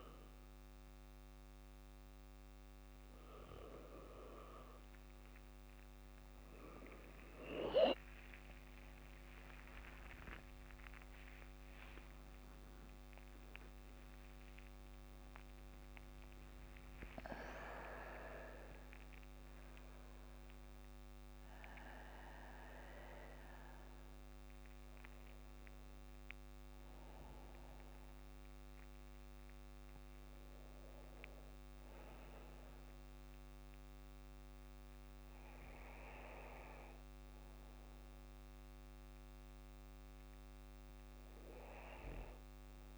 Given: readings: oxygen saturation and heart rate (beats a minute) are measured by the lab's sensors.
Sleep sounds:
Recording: a person awake in a sleep study, by a microphone on the trachea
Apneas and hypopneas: none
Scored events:
7.50-9.50 s: long interval between heartbeats (device-marked, heart rate 55 before, 73 extreme)
7.50-11.50 s: tachycardia (device-marked, heart rate 57 before, 108 extreme)
10.00-12.00 s: long interval between heartbeats (device-marked, heart rate 57 before, 99 extreme)
11.50-42.98 s: new sleep stage, awake
14.50-26.50 s: oxygen desaturation (device-marked, oxygen 95% before, 91% lowest, heart rate 70 before, 51 extreme)
17.50-19.50 s: long interval between heartbeats (device-marked, heart rate 75 before, 94 extreme)
From the record:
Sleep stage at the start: REM sleep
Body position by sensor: on the back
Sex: male

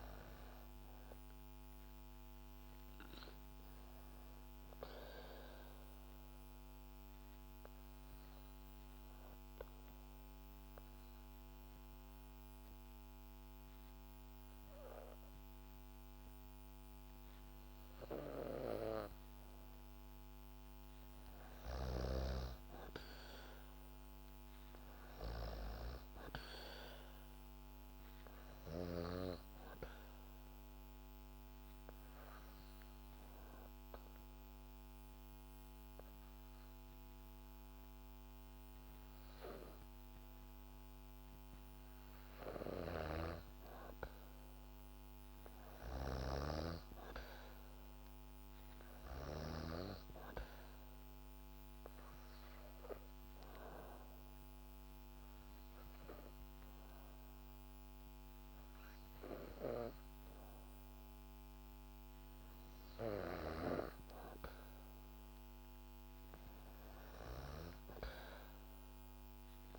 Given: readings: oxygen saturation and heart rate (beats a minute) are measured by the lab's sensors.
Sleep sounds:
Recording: breathing in sleep by a microphone on the trachea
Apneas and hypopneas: 3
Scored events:
0.00-2.50 s: arousal
1.00-19.00 s: oxygen desaturation (device-marked, oxygen 98% before, 95% lowest, heart rate 67 before, 64 extreme)
6.50-19.50 s: obstructive apnea (oxygen 99% before, 94% lowest, heart rate 67 before, 64 extreme, up 4 after)
21.50-25.00 s: arousal
28.50-42.00 s: obstructive apnea (oxygen 98% before, 94% lowest, heart rate 66 before, 65 extreme, up 3 after)
42.50-49.50 s: snoring (device-marked)
44.50-48.00 s: arousal
50.00-62.50 s: obstructive apnea (oxygen 98% before, 94% lowest, heart rate 67 before, 65 extreme, up 4 after)
66.00-69.50 s: arousal
From the record:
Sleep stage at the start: N2 (light sleep)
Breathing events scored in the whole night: 565 in 7.1 hours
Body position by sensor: on the back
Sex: female

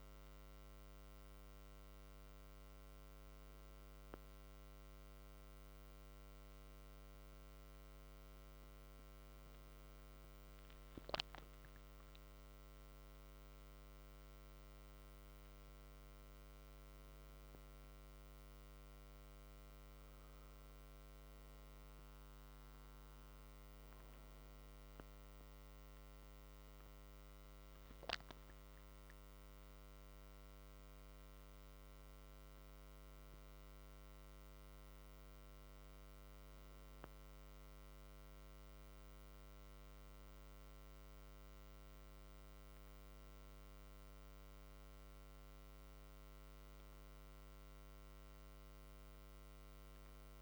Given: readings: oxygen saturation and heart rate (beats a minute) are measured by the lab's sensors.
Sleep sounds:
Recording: a person awake in a sleep study, hard to hear, by a microphone on the trachea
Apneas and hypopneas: none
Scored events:
none scored
From the record:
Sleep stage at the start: awake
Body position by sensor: on the back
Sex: male

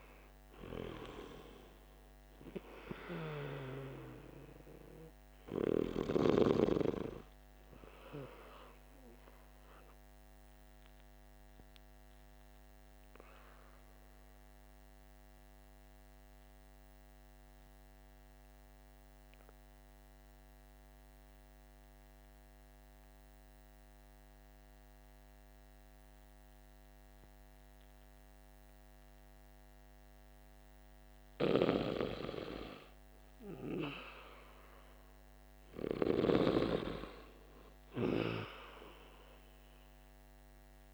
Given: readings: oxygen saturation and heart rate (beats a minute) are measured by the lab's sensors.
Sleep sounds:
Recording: breathing in sleep by a microphone on the trachea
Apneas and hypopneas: 1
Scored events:
0.00-20.00 s: oxygen desaturation (device-marked, oxygen 73% lowest, heart rate 49 extreme)
8.00-30.00 s: obstructive apnea (oxygen 92% before, 73% lowest, heart rate 61 before, 47 extreme, up 5 after)
32.00-36.50 s: arousal
34.00-40.94 s: oxygen desaturation (device-marked, oxygen 99% before, 91% lowest, heart rate 50 before, 46 extreme)
From the record:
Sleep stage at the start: N2 (light sleep)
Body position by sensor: on the back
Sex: male

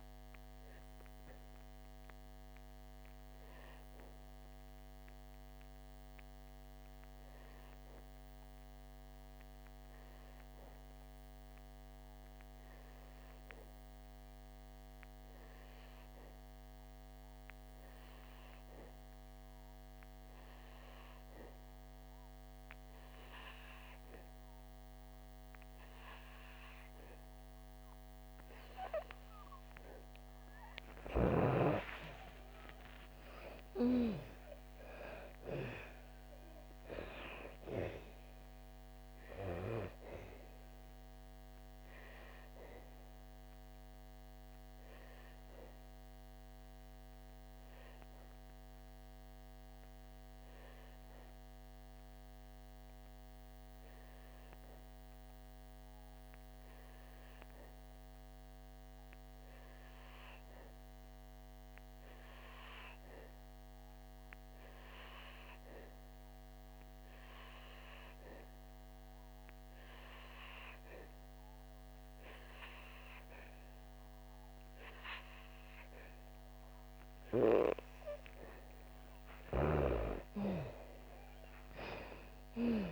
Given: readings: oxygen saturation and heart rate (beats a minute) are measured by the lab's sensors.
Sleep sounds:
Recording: breathing in sleep by a microphone on the trachea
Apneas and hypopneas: 2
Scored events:
0.00-12.00 s: oxygen desaturation (device-marked, oxygen 91% lowest, heart rate 56 extreme)
0.50-30.00 s: obstructive apnea (oxygen 97% before, 88% lowest, heart rate 66 before, 56 extreme, up 7 after)
14.00-25.00 s: oxygen desaturation (device-marked, oxygen 93% before, 90% lowest, heart rate 65 before, 58 extreme)
32.00-35.50 s: arousal
36.00-66.00 s: oxygen desaturation (device-marked, oxygen 98% before, 88% lowest, heart rate 61 before, 56 extreme)
42.00-77.50 s: obstructive apnea (oxygen 98% before, 88% lowest, heart rate 64 before, 54 extreme, up 7 after)
77.00-82.92 s: oxygen desaturation (device-marked, oxygen 98% before, 89% lowest, heart rate 62 before, 53 extreme)
80.00-82.92 s: arousal
From the record:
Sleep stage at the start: N2 (light sleep)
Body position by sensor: on the back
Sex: female

